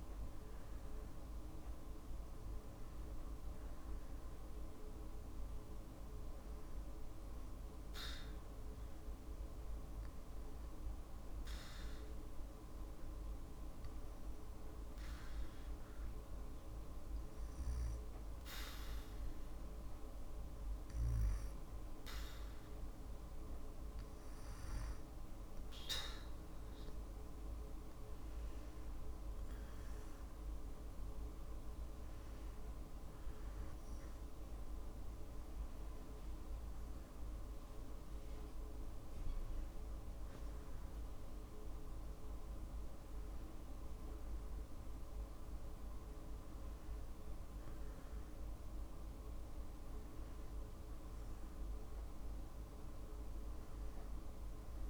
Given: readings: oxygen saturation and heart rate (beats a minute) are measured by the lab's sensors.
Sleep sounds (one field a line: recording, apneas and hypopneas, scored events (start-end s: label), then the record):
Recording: breathing in sleep, hard to hear, by a room microphone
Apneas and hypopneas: 1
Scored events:
6.00-21.50 s: hypopnea (oxygen 96% before, 93% lowest, heart rate 61 before, 59 extreme, up 4 after)
26.50-31.00 s: arousal
From the record:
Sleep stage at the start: N2 (light sleep)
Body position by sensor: on the back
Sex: female